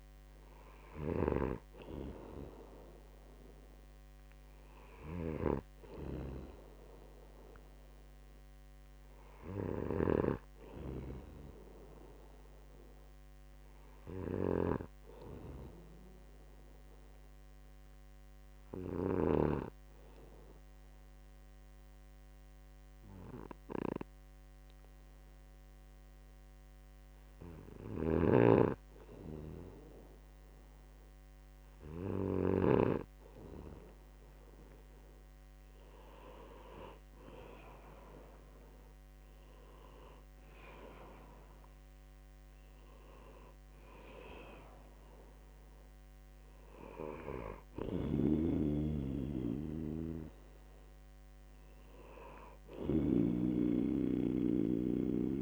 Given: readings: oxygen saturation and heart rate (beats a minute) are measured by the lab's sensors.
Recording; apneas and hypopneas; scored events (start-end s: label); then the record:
breathing in sleep by a microphone on the trachea; 1
0.00-20.00 s: snoring (device-marked)
17.00-30.00 s: hypopnea (oxygen 96% before, 94% lowest, heart rate 64 before, 62 extreme, up 2 after)
28.50-33.50 s: snoring (device-marked)
37.50-41.50 s: arousal
48.50-54.00 s: snoring (device-marked)
From the record:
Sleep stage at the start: N2 (light sleep); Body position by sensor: on the right side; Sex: male